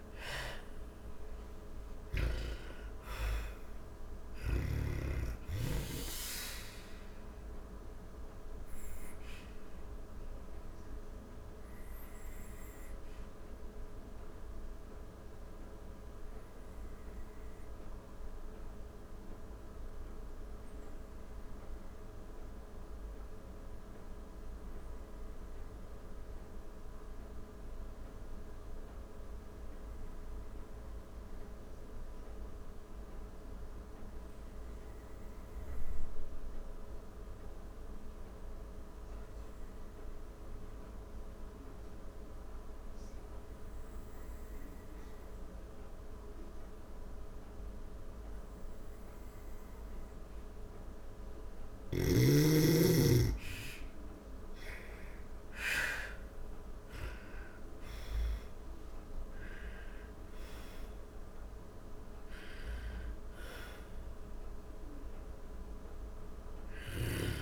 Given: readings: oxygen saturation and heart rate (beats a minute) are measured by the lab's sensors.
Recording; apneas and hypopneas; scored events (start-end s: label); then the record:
breathing in sleep by a room microphone; 1
0.00-26.00 s: oxygen desaturation (device-marked, oxygen 80% lowest)
6.00-49.50 s: obstructive apnea (oxygen 98% before, 77% lowest)
39.00-67.42 s: oxygen desaturation (device-marked, oxygen 98% before, 77% lowest)
52.50-57.50 s: arousal
From the record:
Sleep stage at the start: N2 (light sleep); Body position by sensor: on the back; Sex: female